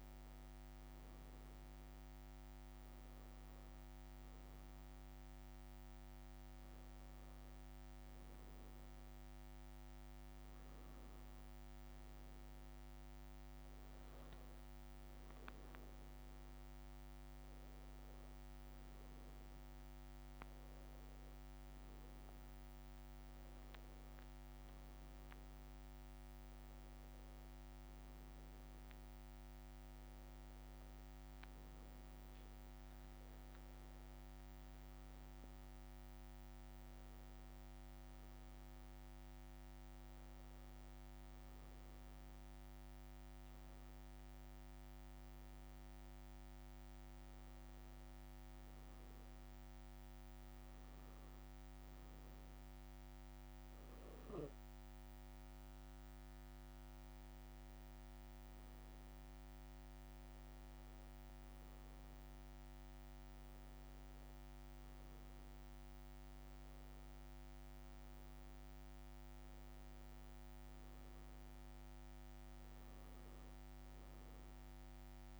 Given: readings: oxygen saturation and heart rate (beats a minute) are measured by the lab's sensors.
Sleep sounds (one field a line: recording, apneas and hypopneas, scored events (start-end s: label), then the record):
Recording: breathing in sleep, hard to hear, by a microphone on the trachea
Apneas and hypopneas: none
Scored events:
none scored
From the record:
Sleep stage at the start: N2 (light sleep)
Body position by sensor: on the back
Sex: male